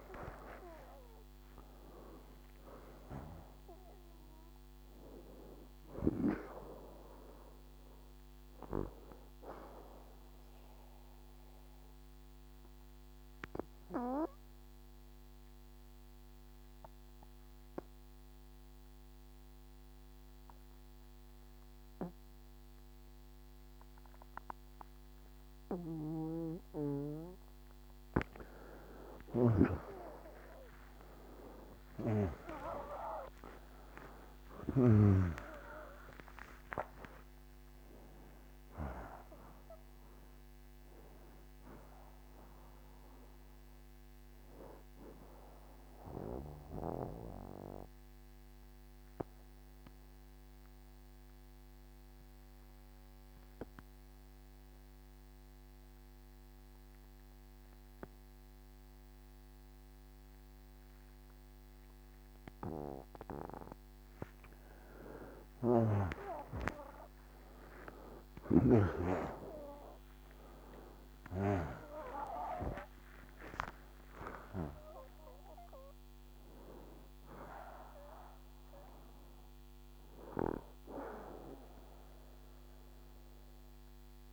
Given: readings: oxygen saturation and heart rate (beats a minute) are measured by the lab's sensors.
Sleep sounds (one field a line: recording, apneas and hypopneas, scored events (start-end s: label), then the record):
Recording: breathing in sleep by a microphone on the trachea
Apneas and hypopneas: 2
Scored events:
0.00-2.50 s: arousal
3.50-19.50 s: oxygen desaturation (device-marked, oxygen 97% before, 91% lowest, heart rate 65 before, 69 extreme)
9.50-28.50 s: obstructive apnea (oxygen 98% before, 89% lowest, heart rate 69 before, 64 extreme, up 54 after)
30.00-36.50 s: arousal
42.50-62.50 s: obstructive apnea (oxygen 96% before, 89% lowest, heart rate 93 before, 59 extreme, up 25 after)
45.50-52.50 s: oxygen desaturation (device-marked, oxygen 95% before, 89% lowest, heart rate 93 before, 59 extreme)
65.50-80.50 s: oxygen desaturation (device-marked, oxygen 97% before, 92% lowest, heart rate 69 before, 59 extreme)
66.00-73.00 s: arousal
From the record:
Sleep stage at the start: N2 (light sleep)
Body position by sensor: on the back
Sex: male